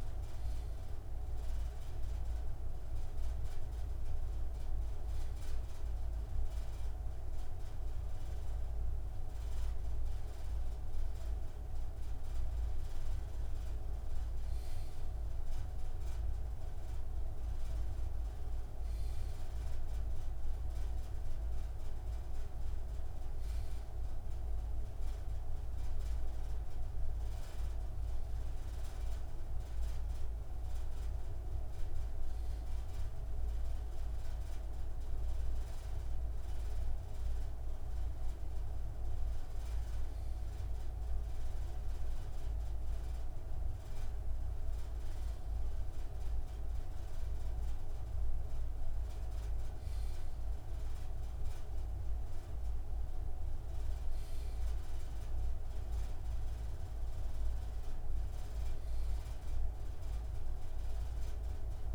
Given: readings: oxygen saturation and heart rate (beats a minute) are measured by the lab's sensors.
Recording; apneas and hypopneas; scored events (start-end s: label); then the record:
breathing in sleep, hard to hear, by a room microphone; none
none scored
From the record:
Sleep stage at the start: N2 (light sleep); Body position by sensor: on the left side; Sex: male